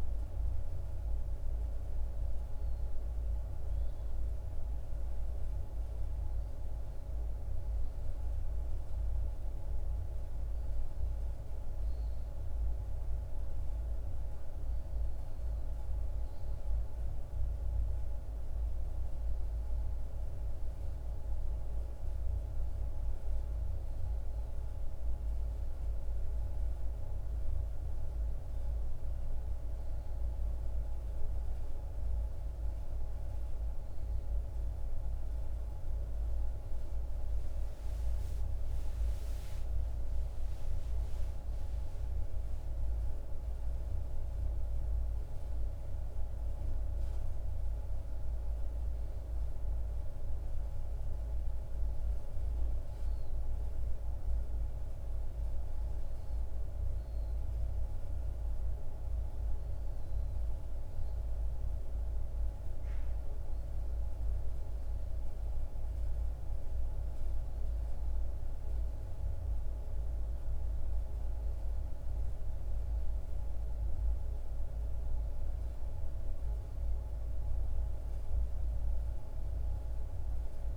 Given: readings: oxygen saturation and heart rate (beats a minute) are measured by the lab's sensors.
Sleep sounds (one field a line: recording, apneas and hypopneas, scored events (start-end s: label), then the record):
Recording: breathing in sleep, hard to hear, by a room microphone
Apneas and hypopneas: none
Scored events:
42.00-46.50 s: arousal
From the record:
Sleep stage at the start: N1 (lightest sleep)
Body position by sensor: on the right side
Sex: male